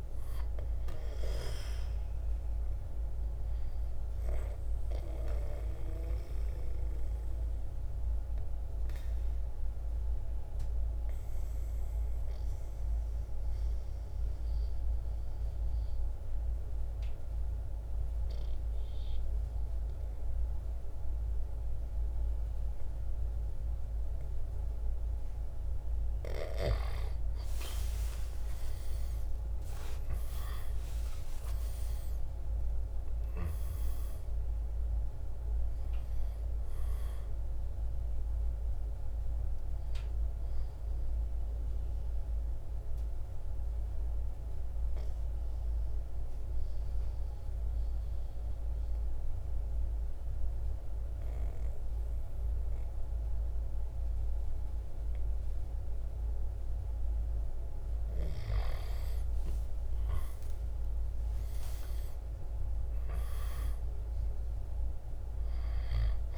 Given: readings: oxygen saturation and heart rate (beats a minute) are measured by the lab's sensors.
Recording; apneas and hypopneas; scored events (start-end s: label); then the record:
breathing in sleep by a room microphone; 2
0.00-9.50 s: drop in pulse transit time (device-marked, heart rate 55 extreme)
0.00-22.50 s: oxygen desaturation (device-marked, oxygen 89% lowest, heart rate 53 extreme)
4.00-25.50 s: obstructive apnea (oxygen 98% before, 88% lowest, heart rate 60 before, 53 extreme, up 9 after)
28.50-33.50 s: arousal
33.50-43.50 s: drop in pulse transit time (device-marked, heart rate 58 before, 54 extreme)
35.50-54.50 s: oxygen desaturation (device-marked, oxygen 97% before, 88% lowest, heart rate 59 before, 53 extreme)
38.50-57.00 s: obstructive apnea (oxygen 98% before, 88% lowest, heart rate 60 before, 53 extreme, up 9 after)
59.00-63.00 s: arousal
63.50-66.37 s: drop in pulse transit time (device-marked, heart rate 56 before, 55 extreme)
From the record:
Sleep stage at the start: N2 (light sleep); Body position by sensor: on the right side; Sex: male